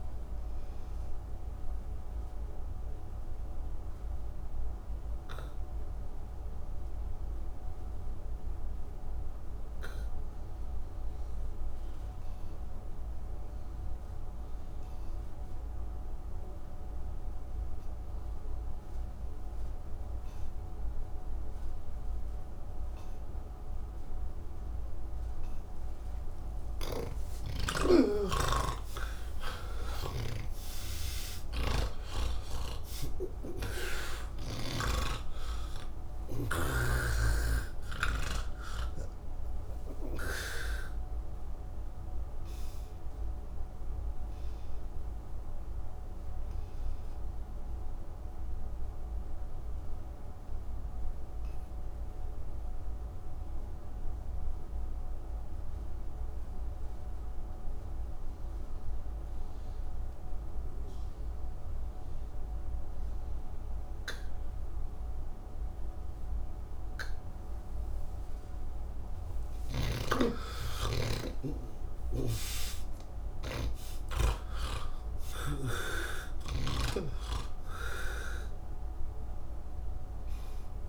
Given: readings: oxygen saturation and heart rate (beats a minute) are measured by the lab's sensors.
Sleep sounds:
breathing in sleep by a room microphone; 2
0.50-23.00 s: obstructive apnea (oxygen 98% before, 82% lowest, heart rate 191 before, 160 extreme, up 4 after)
6.00-13.00 s: oxygen desaturation (device-marked, oxygen 92% before, 88% lowest, heart rate 196 before, 165 extreme)
23.00-57.00 s: oxygen desaturation (device-marked, oxygen 98% before, 82% lowest, heart rate 191 before, 133 extreme)
26.50-35.00 s: snoring (device-marked)
43.50-68.00 s: obstructive apnea (oxygen 98% before, 82% lowest, heart rate 179 before, 133 extreme, up 34 after)
65.00-75.00 s: oxygen desaturation (device-marked, oxygen 99% before, 90% lowest, heart rate 177 before, 136 extreme)
72.00-80.89 s: snoring (device-marked)
From the record:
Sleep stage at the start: N2 (light sleep); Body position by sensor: on the back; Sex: male

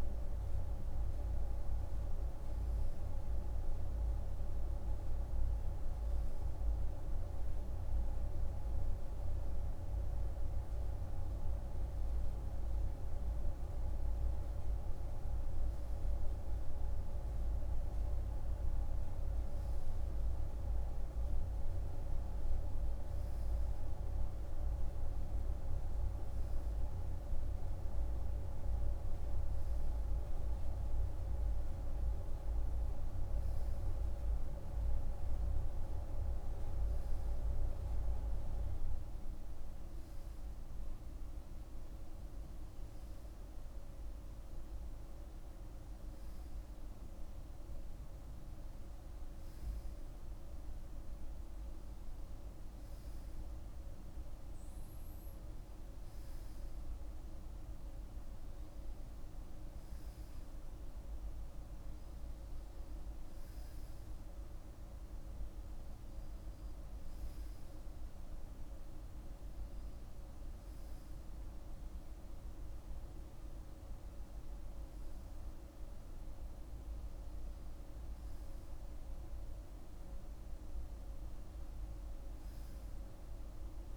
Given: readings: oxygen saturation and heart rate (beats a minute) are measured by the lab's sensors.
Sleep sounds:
breathing in sleep by a room microphone; none
82.50-83.97 s: new sleep stage, REM sleep
From the record:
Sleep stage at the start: N2 (light sleep); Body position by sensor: on the right side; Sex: male

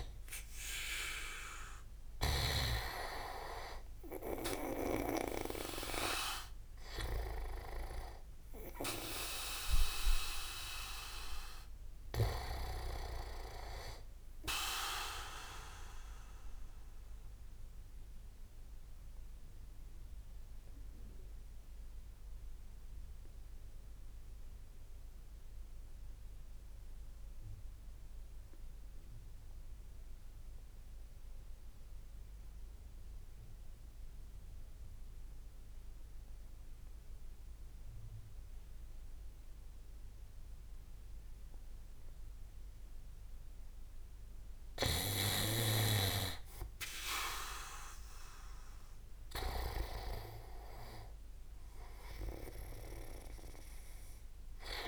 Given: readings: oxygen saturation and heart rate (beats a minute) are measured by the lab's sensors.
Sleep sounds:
breathing in sleep by a room microphone; 1
0.00-2.50 s: snoring (device-marked)
0.00-28.00 s: oxygen desaturation (device-marked, oxygen 91% lowest)
17.00-43.00 s: obstructive apnea (oxygen 98% before, 91% lowest)
45.00-50.00 s: snoring (device-marked)
47.50-51.50 s: arousal
From the record:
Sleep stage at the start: REM sleep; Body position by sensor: on the back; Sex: male

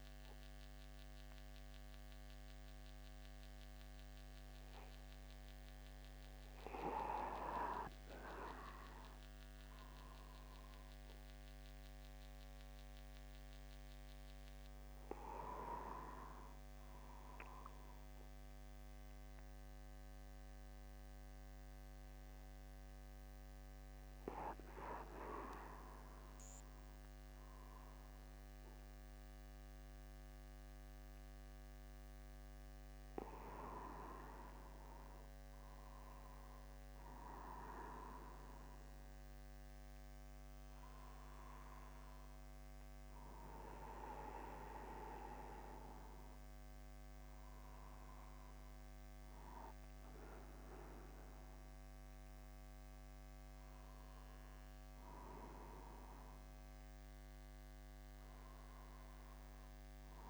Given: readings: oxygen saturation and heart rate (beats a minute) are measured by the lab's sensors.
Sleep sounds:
breathing in sleep by a microphone on the trachea; none
none scored
From the record:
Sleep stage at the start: N1 (lightest sleep); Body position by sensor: upright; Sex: male

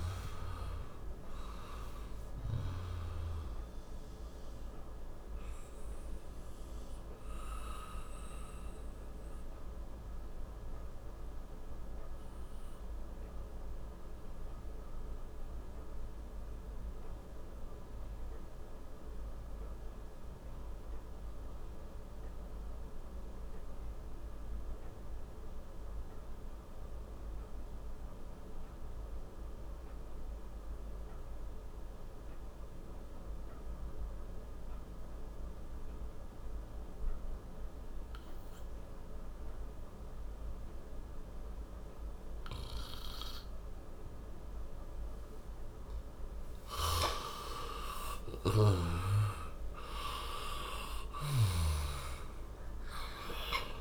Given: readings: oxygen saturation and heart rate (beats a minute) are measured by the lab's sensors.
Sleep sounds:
breathing in sleep by a room microphone; 1
4.50-44.50 s: obstructive apnea (oxygen 98% before, 87% lowest, heart rate 59 before, 44 extreme, up 3 after)
8.00-26.00 s: oxygen desaturation (device-marked, oxygen 95% before, 89% lowest, heart rate 57 before, 54 extreme)
47.00-52.50 s: arousal
49.00-53.81 s: oxygen desaturation (device-marked, oxygen 97% before, 87% lowest, heart rate 62 before, 47 extreme)
From the record:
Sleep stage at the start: N2 (light sleep); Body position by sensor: on the back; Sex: male

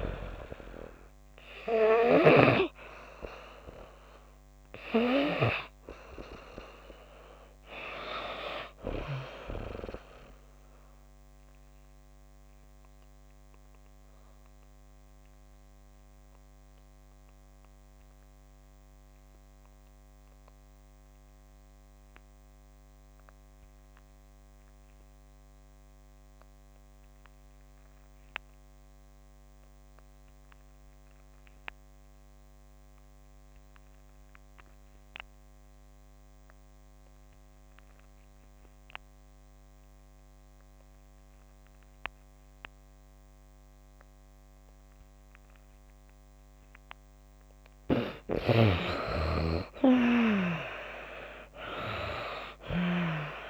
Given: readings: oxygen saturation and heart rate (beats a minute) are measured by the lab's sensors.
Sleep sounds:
breathing in sleep by a microphone on the trachea; 1
1.00-25.00 s: oxygen desaturation (device-marked, oxygen 97% before, 87% lowest)
11.00-48.00 s: obstructive apnea (oxygen 97% before, 78% lowest)
37.00-53.50 s: oxygen desaturation (device-marked, oxygen 97% before, 78% lowest)
49.50-52.50 s: arousal
From the record:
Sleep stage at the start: N2 (light sleep); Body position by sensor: on the back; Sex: female

